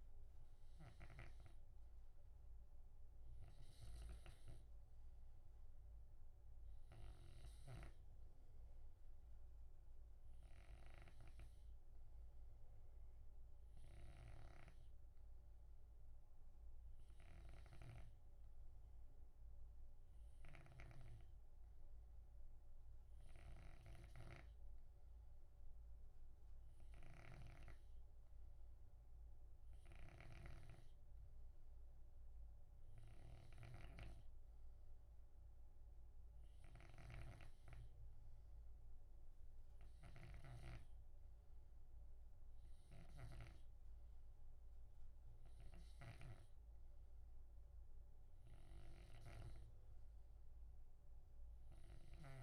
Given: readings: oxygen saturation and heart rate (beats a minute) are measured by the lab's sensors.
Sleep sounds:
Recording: breathing in sleep by a room microphone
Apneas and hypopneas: none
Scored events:
0.00-1.50 s: snoring (device-marked)
3.50-43.50 s: snoring (device-marked)
45.50-52.42 s: snoring (device-marked)
From the record:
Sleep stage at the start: N2 (light sleep)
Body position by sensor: on the left side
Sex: male

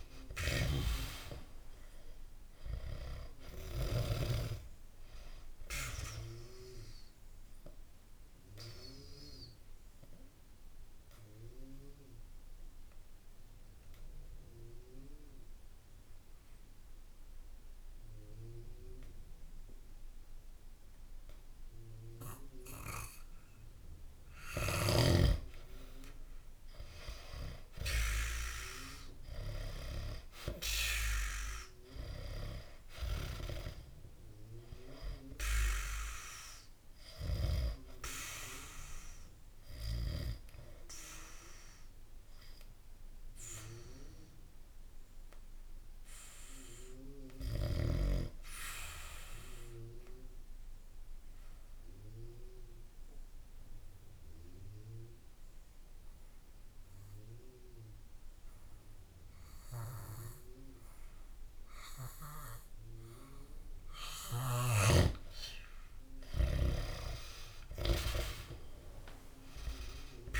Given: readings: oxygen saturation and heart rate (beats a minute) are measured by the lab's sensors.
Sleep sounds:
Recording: breathing in sleep by a room microphone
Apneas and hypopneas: 2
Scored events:
0.00-4.00 s: snoring (device-marked)
2.00-27.00 s: oxygen desaturation (device-marked, oxygen 95% before, 88% lowest, heart rate 68 before, 65 extreme)
7.00-24.00 s: obstructive apnea (oxygen 96% before, 88% lowest, heart rate 67 before, 65 extreme, up 0 after)
24.50-33.00 s: snoring (device-marked)
25.50-30.00 s: arousal
37.50-64.50 s: obstructive apnea (oxygen 98% before, 89% lowest, heart rate 66 before, 63 extreme, up 5 after)
40.00-52.00 s: oxygen desaturation (device-marked, oxygen 98% before, 92% lowest, heart rate 66 before, 63 extreme)
64.00-68.00 s: snoring (device-marked)
64.00-70.40 s: oxygen desaturation (device-marked, oxygen 97% before, 89% lowest, heart rate 67 before, 64 extreme)
66.00-70.40 s: arousal
From the record:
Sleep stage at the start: N2 (light sleep)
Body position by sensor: on the back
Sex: male

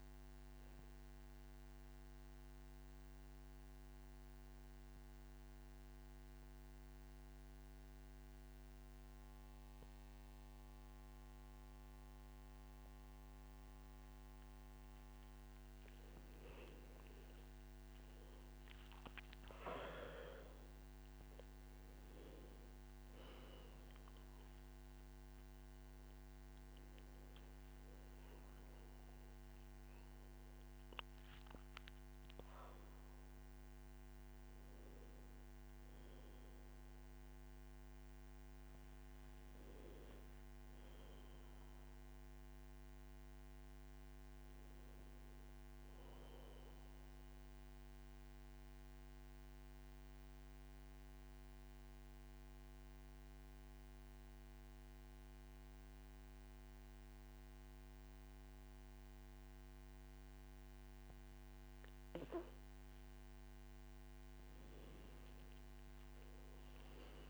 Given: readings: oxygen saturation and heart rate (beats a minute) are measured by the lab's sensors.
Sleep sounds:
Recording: breathing in sleep, hard to hear, by a microphone on the trachea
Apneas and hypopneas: 2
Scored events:
0.00-16.00 s: oxygen desaturation (device-marked, oxygen 93% lowest, heart rate 51 extreme)
1.00-14.50 s: obstructive apnea (oxygen 100% before, 93% lowest, heart rate 60 before, 55 extreme, up 21 after)
17.50-22.50 s: arousal
24.00-39.00 s: oxygen desaturation (device-marked, oxygen 98% before, 94% lowest, heart rate 63 before, 53 extreme)
40.50-44.00 s: arousal
48.00-62.00 s: central apnea (oxygen 98% before, 93% lowest, heart rate 72 before, 53 extreme, up 19 after)
From the record:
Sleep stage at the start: N2 (light sleep)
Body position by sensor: on the back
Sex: male

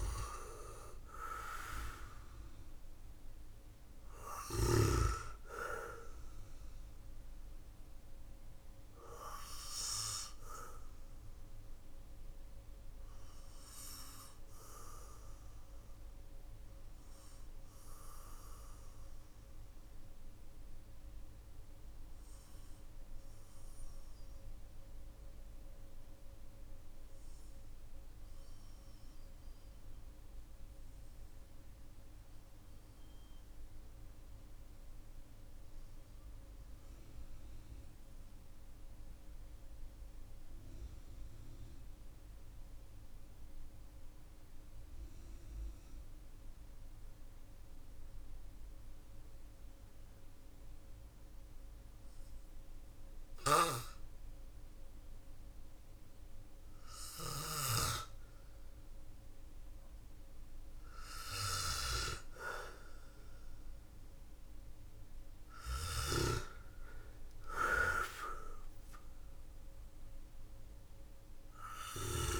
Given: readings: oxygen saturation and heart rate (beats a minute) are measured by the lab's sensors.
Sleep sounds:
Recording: breathing in sleep by a room microphone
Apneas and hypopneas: 1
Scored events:
0.00-33.00 s: oxygen desaturation (device-marked, oxygen 91% lowest, heart rate 42 extreme)
7.50-61.50 s: obstructive apnea (oxygen 97% before, 91% lowest, heart rate 55 before, 42 extreme, up 6 after)
62.50-65.50 s: arousal
From the record:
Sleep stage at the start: N2 (light sleep)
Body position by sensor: on the back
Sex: male

